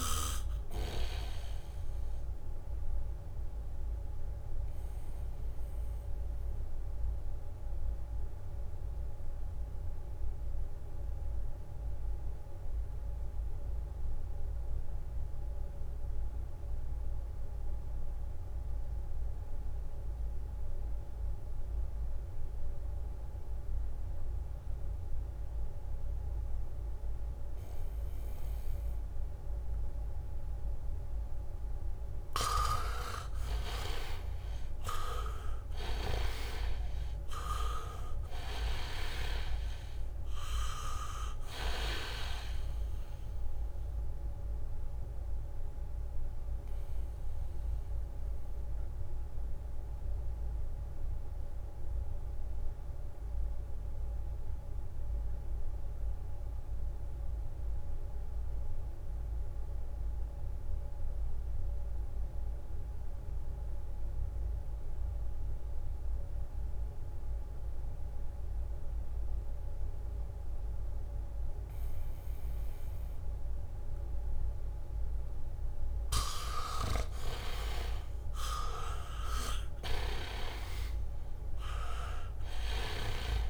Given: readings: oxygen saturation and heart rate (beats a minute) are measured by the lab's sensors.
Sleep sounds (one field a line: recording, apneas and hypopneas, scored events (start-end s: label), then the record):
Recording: breathing in sleep by a room microphone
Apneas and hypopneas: 2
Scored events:
0.00-1.50 s: leg movement (device-marked)
0.00-17.50 s: oxygen desaturation (device-marked, oxygen 79% lowest, heart rate 62 extreme)
2.50-31.00 s: obstructive apnea (oxygen 99% before, 77% lowest, heart rate 66 before, 64 extreme, up 2 after)
19.50-62.50 s: oxygen desaturation (device-marked, oxygen 99% before, 77% lowest, heart rate 71 before, 64 extreme)
33.50-37.50 s: arousal
44.00-76.00 s: obstructive apnea (oxygen 99% before, 77% lowest, heart rate 68 before, 64 extreme, up 5 after)
69.50-83.50 s: oxygen desaturation (device-marked, oxygen 99% before, 77% lowest, heart rate 73 before, 64 extreme)
78.50-82.50 s: arousal
From the record:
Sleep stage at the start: N2 (light sleep)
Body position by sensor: on the back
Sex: male